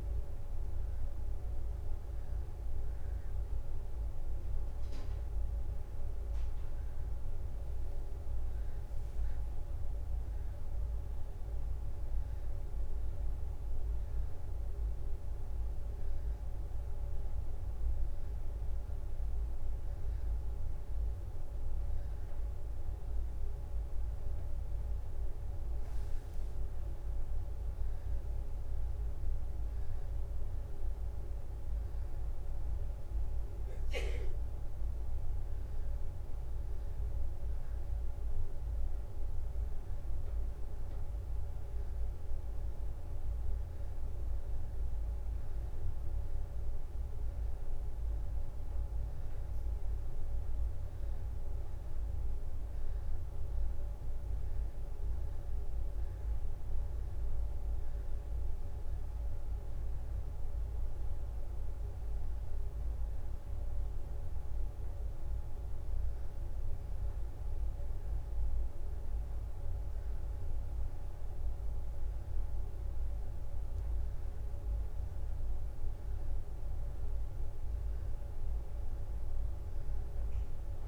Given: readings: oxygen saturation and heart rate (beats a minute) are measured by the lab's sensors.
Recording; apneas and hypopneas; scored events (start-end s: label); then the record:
a person awake in a sleep study, hard to hear, by a room microphone; none
25.50-29.50 s: leg movement (device-marked)
47.00-60.00 s: drop in pulse transit time (device-marked, heart rate 63 before, 61 extreme)
From the record:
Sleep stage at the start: awake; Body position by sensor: on the back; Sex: female